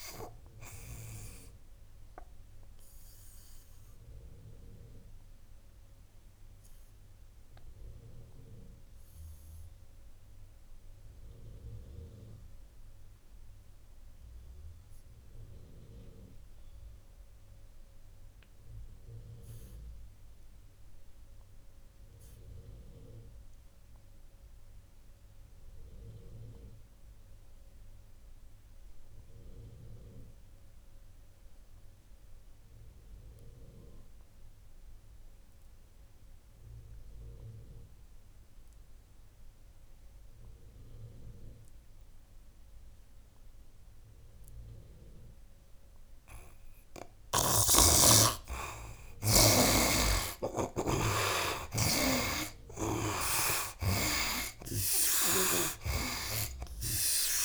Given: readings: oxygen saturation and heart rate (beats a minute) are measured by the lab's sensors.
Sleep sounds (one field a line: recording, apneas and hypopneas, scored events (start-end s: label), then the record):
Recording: breathing in sleep by a room microphone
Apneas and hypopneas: 1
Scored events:
0.00-17.50 s: oxygen desaturation (device-marked, oxygen 61% lowest, heart rate 65 extreme)
1.00-46.50 s: obstructive apnea (oxygen 95% before, 53% lowest, heart rate 77 before, 65 extreme, up 12 after)
19.50-57.45 s: oxygen desaturation (device-marked, oxygen 97% before, 53% lowest, heart rate 73 before, 66 extreme)
49.50-53.00 s: snoring (device-marked)
49.50-54.50 s: arousal
55.00-57.45 s: snoring (device-marked)
From the record:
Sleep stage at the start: N2 (light sleep)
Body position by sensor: on the right side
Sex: male